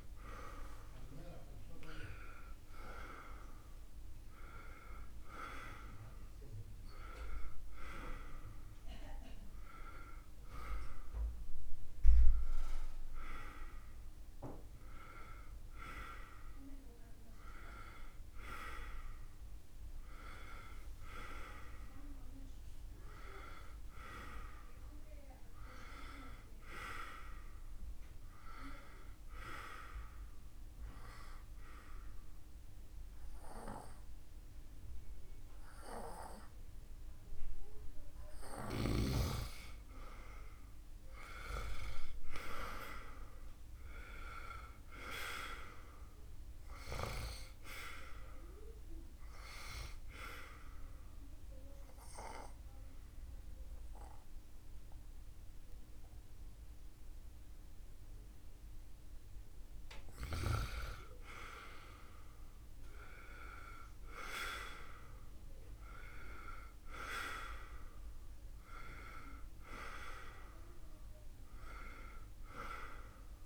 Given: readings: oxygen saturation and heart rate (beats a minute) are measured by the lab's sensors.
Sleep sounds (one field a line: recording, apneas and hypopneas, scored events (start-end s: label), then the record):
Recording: breathing in sleep by a room microphone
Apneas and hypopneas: 2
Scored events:
0.00-10.50 s: oxygen desaturation (device-marked, oxygen 93% lowest, heart rate 69 extreme)
13.00-17.50 s: arousal
30.00-40.00 s: obstructive apnea (oxygen 96% before, 90% lowest, heart rate 70 before, 65 extreme, up 0 after)
42.00-45.50 s: arousal
49.50-61.00 s: obstructive apnea (oxygen 97% before, 90% lowest, heart rate 69 before, 67 extreme, up 0 after)
51.50-63.50 s: oxygen desaturation (device-marked, oxygen 97% before, 90% lowest, heart rate 68 before, 67 extreme)
63.50-67.50 s: arousal
70.50-73.45 s: oxygen desaturation (device-marked, oxygen 97% before, 91% lowest, heart rate 69 before, 68 extreme)
From the record:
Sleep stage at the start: N1 (lightest sleep)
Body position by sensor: on the right side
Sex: male